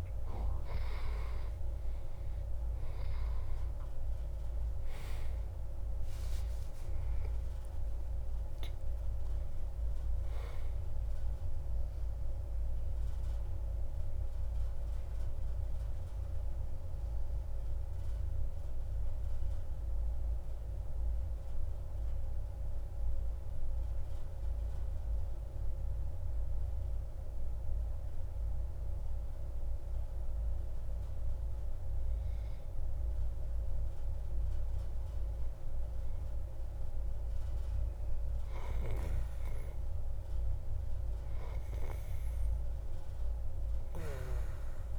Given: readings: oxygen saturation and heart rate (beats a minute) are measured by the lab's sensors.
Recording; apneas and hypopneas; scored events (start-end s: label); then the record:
breathing in sleep by a room microphone; 1
0.00-3.00 s: arousal
11.50-44.99 s: new sleep stage, N2 (light sleep)
16.00-33.00 s: mixed apnea (oxygen 97% before, 93% lowest)
37.00-40.00 s: arousal
40.50-44.99 s: oxygen desaturation (device-marked, oxygen 98% before, 94% lowest)
From the record:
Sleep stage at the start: N1 (lightest sleep); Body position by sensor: on the back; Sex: male